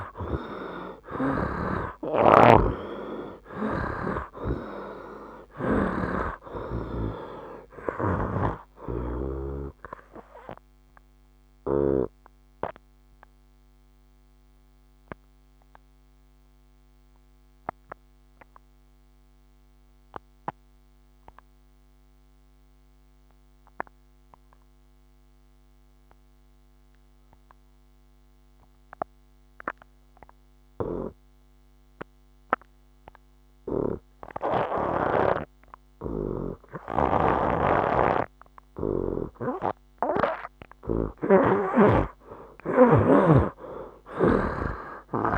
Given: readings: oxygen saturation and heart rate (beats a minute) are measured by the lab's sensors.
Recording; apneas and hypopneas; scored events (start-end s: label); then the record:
breathing in sleep by a microphone on the trachea; 1
0.00-2.50 s: snoring (device-marked)
0.00-28.50 s: oxygen desaturation (device-marked, oxygen 79% lowest, heart rate 64 extreme)
11.00-40.00 s: obstructive apnea (oxygen 96% before, 76% lowest, heart rate 75 before, 64 extreme, up 10 after)
36.50-45.38 s: oxygen desaturation (device-marked, oxygen 97% before, 76% lowest, heart rate 66 before, 65 extreme)
37.00-45.38 s: snoring (device-marked)
From the record:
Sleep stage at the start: N2 (light sleep); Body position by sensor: on the right side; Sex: male